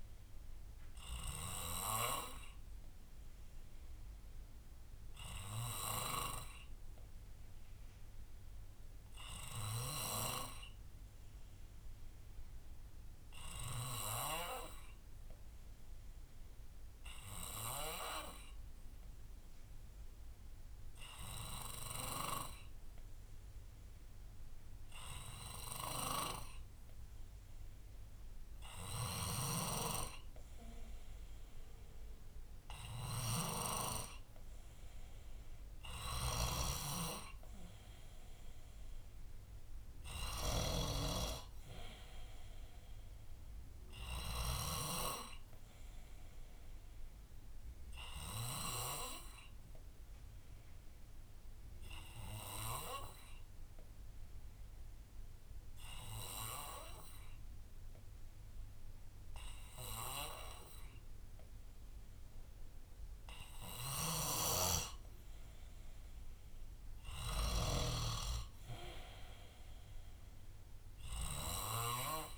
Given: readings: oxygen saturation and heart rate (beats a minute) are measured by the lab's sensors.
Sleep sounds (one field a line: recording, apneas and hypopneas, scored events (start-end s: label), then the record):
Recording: breathing in sleep by a room microphone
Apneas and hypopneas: 2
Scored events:
0.00-11.50 s: bradycardia (device-marked, heart rate 57 extreme)
1.00-28.50 s: obstructive apnea (oxygen 95% before, 91% lowest, heart rate 60 before, 57 extreme, up 1 after)
32.00-35.00 s: arousal
33.50-47.50 s: oxygen desaturation (device-marked, oxygen 94% before, 91% lowest, heart rate 61 before, 59 extreme)
48.50-50.50 s: bradycardia (device-marked, heart rate 62 before, 61 extreme)
48.50-64.00 s: obstructive apnea (oxygen 95% before, 93% lowest, heart rate 61 before, 56 extreme, up 3 after)
64.00-68.00 s: snoring (device-marked)
67.50-70.50 s: arousal
70.50-72.38 s: bradycardia (device-marked, heart rate 62 before, 56 extreme)
From the record:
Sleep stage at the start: N2 (light sleep)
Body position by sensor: on the left side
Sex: male